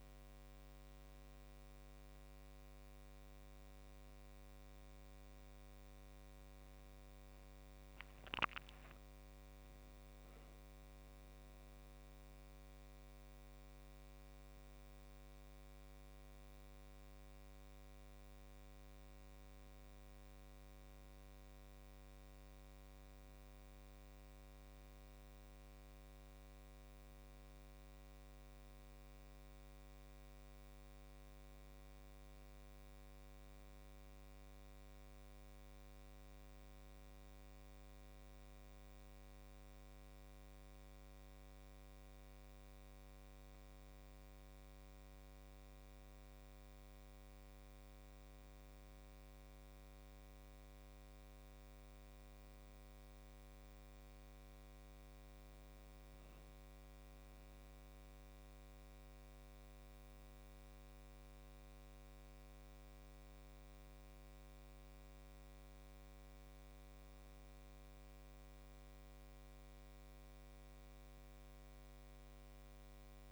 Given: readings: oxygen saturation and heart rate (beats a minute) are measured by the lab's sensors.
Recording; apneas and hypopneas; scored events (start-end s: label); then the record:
a person awake in a sleep study, hard to hear, by a microphone on the trachea; none
6.00-9.50 s: arousal
From the record:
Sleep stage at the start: awake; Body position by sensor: on the back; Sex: male